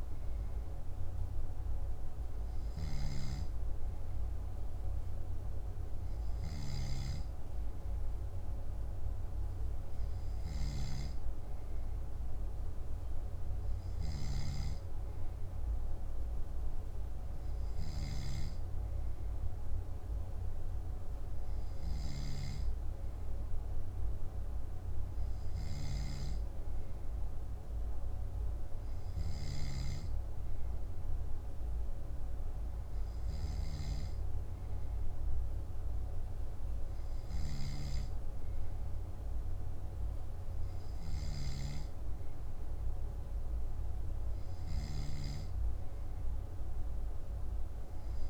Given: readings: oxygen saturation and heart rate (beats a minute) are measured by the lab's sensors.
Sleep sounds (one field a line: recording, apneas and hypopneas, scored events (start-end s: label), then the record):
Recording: breathing in sleep, hard to hear, by a room microphone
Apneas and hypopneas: none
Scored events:
none scored
From the record:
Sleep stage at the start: N2 (light sleep)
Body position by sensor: on the back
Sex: male